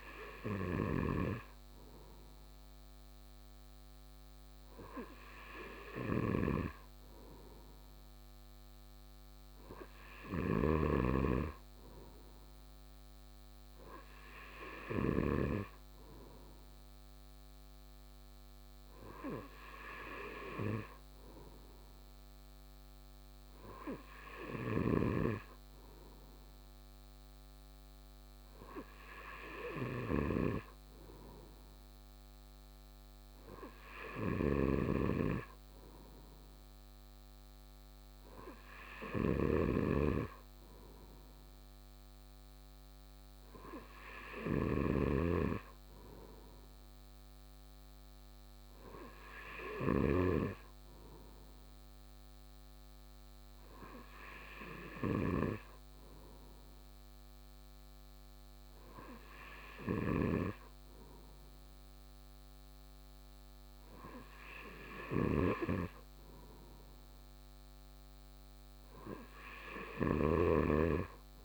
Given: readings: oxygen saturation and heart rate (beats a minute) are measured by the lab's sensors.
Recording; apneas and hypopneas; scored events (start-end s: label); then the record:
breathing in sleep by a microphone on the trachea; none
34.00-39.50 s: snoring (device-marked)
From the record:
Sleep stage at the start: N2 (light sleep); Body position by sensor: on the right side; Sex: male